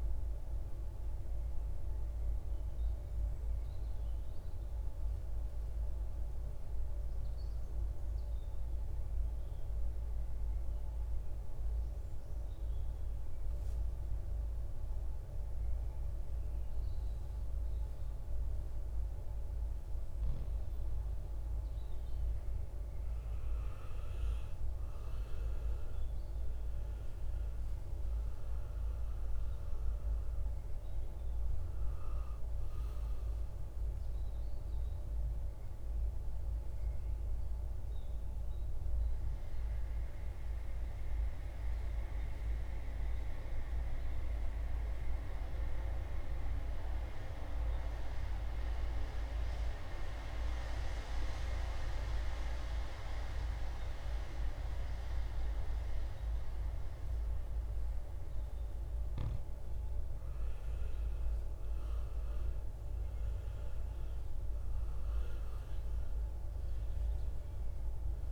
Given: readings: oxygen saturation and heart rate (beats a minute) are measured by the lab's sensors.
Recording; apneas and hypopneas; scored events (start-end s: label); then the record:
breathing in sleep by a room microphone; 2
3.00-18.00 s: obstructive apnea (oxygen 96% before, 91% lowest, heart rate 60 before, 54 extreme, up 8 after)
19.50-24.00 s: arousal
26.50-47.50 s: oxygen desaturation (device-marked, oxygen 98% before, 93% lowest, heart rate 56 before, 54 extreme)
36.50-58.00 s: obstructive apnea (oxygen 98% before, 90% lowest, heart rate 59 before, 49 extreme, up 13 after)
60.00-64.50 s: arousal
61.50-68.32 s: oxygen desaturation (device-marked, oxygen 98% before, 91% lowest, heart rate 57 before, 49 extreme)
From the record:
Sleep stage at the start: N2 (light sleep); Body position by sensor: on the right side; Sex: male